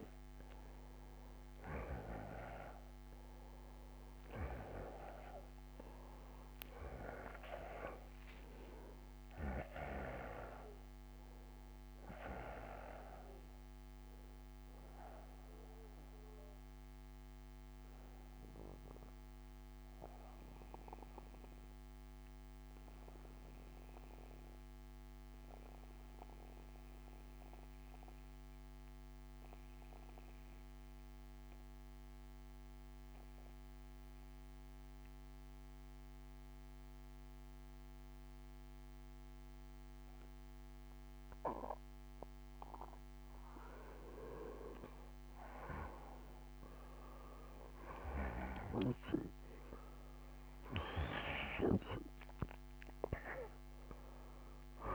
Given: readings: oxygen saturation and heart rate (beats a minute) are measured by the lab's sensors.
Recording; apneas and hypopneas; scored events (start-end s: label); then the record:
breathing in sleep by a microphone on the trachea; 1
0.00-22.00 s: oxygen desaturation (device-marked, oxygen 89% lowest, heart rate 58 extreme)
16.50-41.00 s: obstructive apnea (oxygen 96% before, 85% lowest, heart rate 68 before, 61 extreme, up 3 after)
38.00-49.00 s: oxygen desaturation (device-marked, oxygen 96% before, 91% lowest, heart rate 61 before, 61 extreme)
45.50-50.00 s: arousal
51.00-54.95 s: oxygen desaturation (device-marked, oxygen 94% before, 85% lowest, heart rate 62 before, 60 extreme)
From the record:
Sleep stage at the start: N2 (light sleep); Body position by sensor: on the back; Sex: male